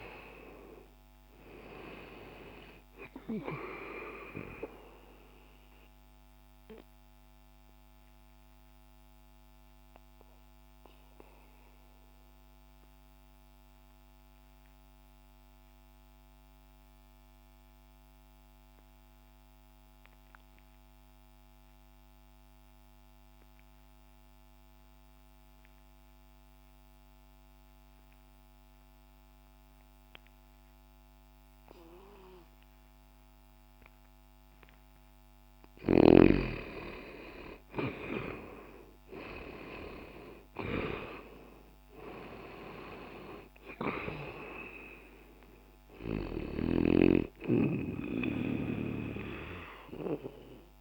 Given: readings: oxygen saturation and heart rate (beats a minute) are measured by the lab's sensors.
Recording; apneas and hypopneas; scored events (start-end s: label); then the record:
breathing in sleep by a microphone on the trachea; 1
0.50-26.50 s: oxygen desaturation (device-marked, oxygen 90% before, 82% lowest, heart rate 61 before, 60 extreme)
6.50-35.50 s: obstructive apnea (oxygen 93% before, 82% lowest, heart rate 62 before, 59 extreme, up 0 after)
37.50-41.50 s: arousal
39.50-50.81 s: oxygen desaturation (device-marked, oxygen 97% before, 82% lowest, heart rate 60 before, 59 extreme)
From the record:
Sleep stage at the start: N2 (light sleep); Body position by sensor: on the left side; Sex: male